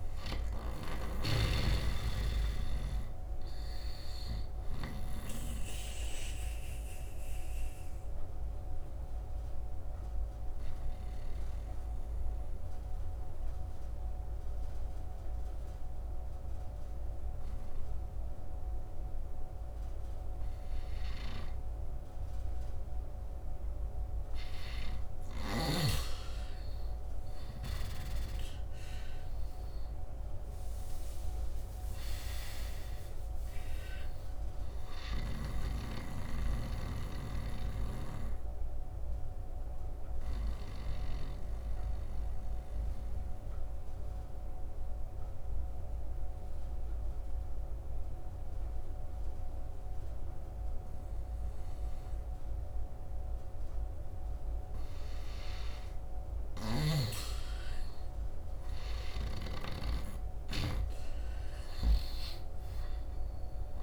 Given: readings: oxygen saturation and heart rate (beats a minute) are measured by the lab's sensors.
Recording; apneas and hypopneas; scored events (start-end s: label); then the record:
breathing in sleep by a room microphone; 2
0.00-21.50 s: oxygen desaturation (device-marked, oxygen 80% lowest, heart rate 67 extreme)
5.50-24.50 s: obstructive apnea (oxygen 98% before, 80% lowest, heart rate 72 before, 67 extreme, up 12 after)
26.50-30.50 s: arousal
30.50-52.50 s: oxygen desaturation (device-marked, oxygen 99% before, 85% lowest, heart rate 75 before, 67 extreme)
36.50-54.00 s: obstructive apnea (oxygen 99% before, 85% lowest, heart rate 78 before, 67 extreme, up 5 after)
53.50-55.50 s: long interval between heartbeats (device-marked, heart rate 74 before, 70 extreme)
56.00-59.50 s: snoring (device-marked)
57.00-61.50 s: arousal
62.50-63.82 s: oxygen desaturation (device-marked, oxygen 100% before, 88% lowest, heart rate 69 before, 68 extreme)
From the record:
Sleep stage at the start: N2 (light sleep); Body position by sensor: on the right side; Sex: male